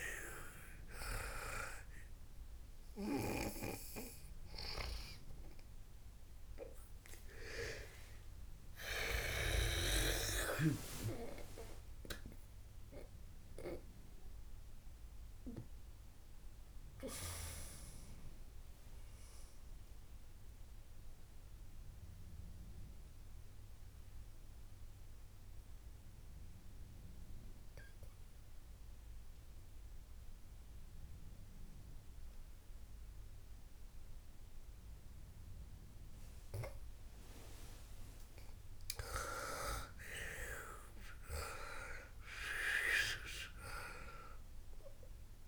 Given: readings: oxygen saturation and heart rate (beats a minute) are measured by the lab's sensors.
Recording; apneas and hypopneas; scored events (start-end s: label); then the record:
breathing in sleep by a room microphone; 1
0.00-4.00 s: snoring (device-marked)
6.50-19.50 s: oxygen desaturation (device-marked, oxygen 98% before, 94% lowest, heart rate 63 before, 62 extreme)
8.50-12.50 s: arousal
20.00-39.00 s: mixed apnea (oxygen 99% before, 93% lowest, heart rate 87 before, 62 extreme, up 20 after)
40.50-44.50 s: arousal
From the record:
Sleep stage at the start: N2 (light sleep); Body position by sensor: on the back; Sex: female